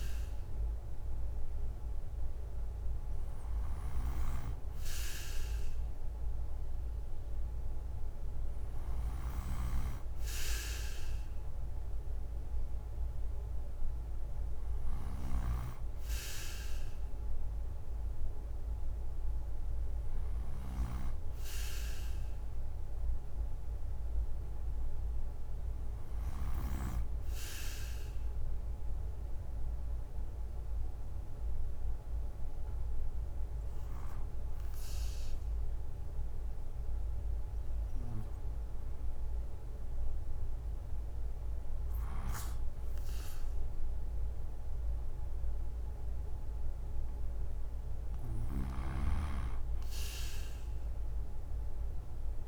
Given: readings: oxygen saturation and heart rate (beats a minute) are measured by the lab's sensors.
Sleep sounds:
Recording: breathing in sleep by a room microphone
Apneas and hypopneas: none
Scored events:
0.00-26.50 s: snoring (device-marked)
48.00-52.47 s: snoring (device-marked)
From the record:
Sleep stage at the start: N2 (light sleep)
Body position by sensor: on the right side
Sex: male

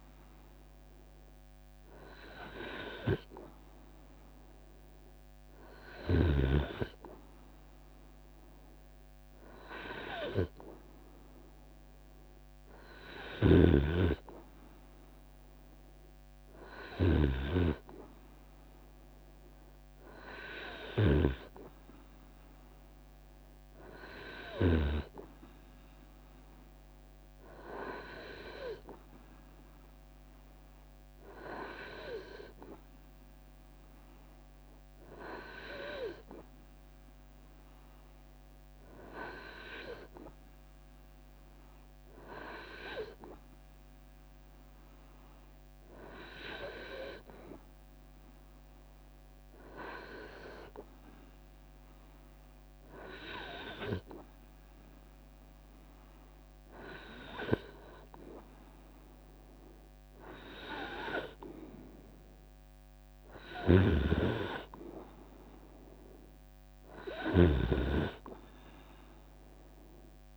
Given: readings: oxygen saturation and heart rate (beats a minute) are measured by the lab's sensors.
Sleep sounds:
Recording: breathing in sleep by a microphone on the trachea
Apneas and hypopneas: none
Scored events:
66.50-70.37 s: snoring (device-marked)
From the record:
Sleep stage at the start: N2 (light sleep)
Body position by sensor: on the right side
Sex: male

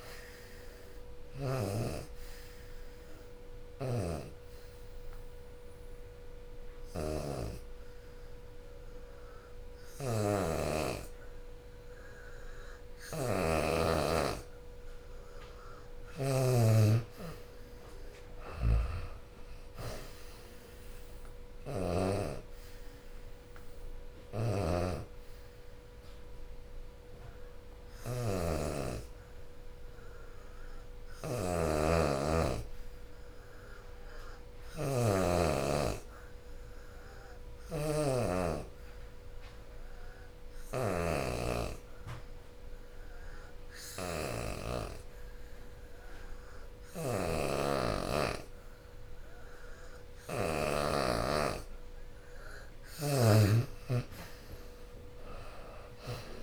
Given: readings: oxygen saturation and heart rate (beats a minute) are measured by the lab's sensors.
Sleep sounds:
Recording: breathing in sleep by a room microphone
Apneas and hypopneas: 2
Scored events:
0.00-1.00 s: arousal
0.00-5.50 s: drop in pulse transit time (device-marked, heart rate 84 extreme)
0.00-6.50 s: oxygen desaturation (device-marked, oxygen 84% lowest, heart rate 68 extreme)
4.50-15.00 s: obstructive apnea (oxygen 92% before, 83% lowest, heart rate 80 before, 66 extreme, up 21 after)
16.50-26.50 s: drop in pulse transit time (device-marked, heart rate 83 before, 79 extreme)
17.00-20.50 s: arousal
18.50-35.50 s: oxygen desaturation (device-marked, oxygen 92% before, 85% lowest, heart rate 82 before, 66 extreme)
35.50-51.00 s: obstructive apnea (oxygen 92% before, 83% lowest, heart rate 79 before, 70 extreme, up 22 after)
37.50-56.43 s: oxygen desaturation (device-marked, oxygen 92% before, 83% lowest, heart rate 79 before, 66 extreme)
53.00-56.43 s: arousal
53.50-56.43 s: drop in pulse transit time (device-marked, heart rate 75 before, 81 extreme)
From the record:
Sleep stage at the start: N2 (light sleep)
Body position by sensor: on the back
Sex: female

